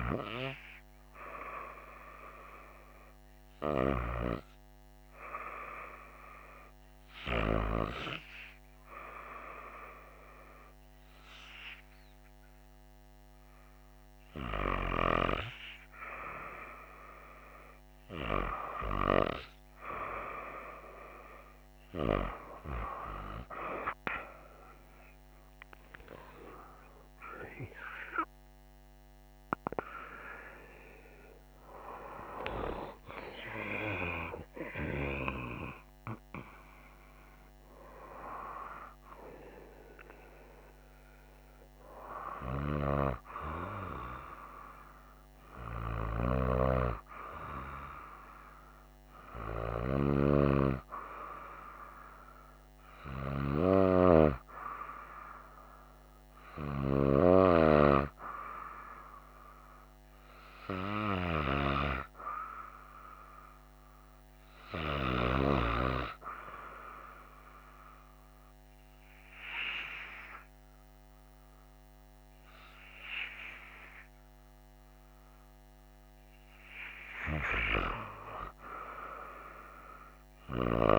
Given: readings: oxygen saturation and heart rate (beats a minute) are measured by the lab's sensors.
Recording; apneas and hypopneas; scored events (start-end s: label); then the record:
breathing in sleep by a microphone on the trachea; 1
6.00-17.50 s: hypopnea (oxygen 96% before, 92% lowest, heart rate 63 before, 58 extreme, up 9 after)
17.00-47.00 s: new sleep stage, N1 (lightest sleep)
33.50-38.00 s: arousal
47.00-77.00 s: new sleep stage, N2 (light sleep)
77.00-80.99 s: new sleep stage, REM sleep
From the record:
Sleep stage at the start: REM sleep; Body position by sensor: on the right side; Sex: female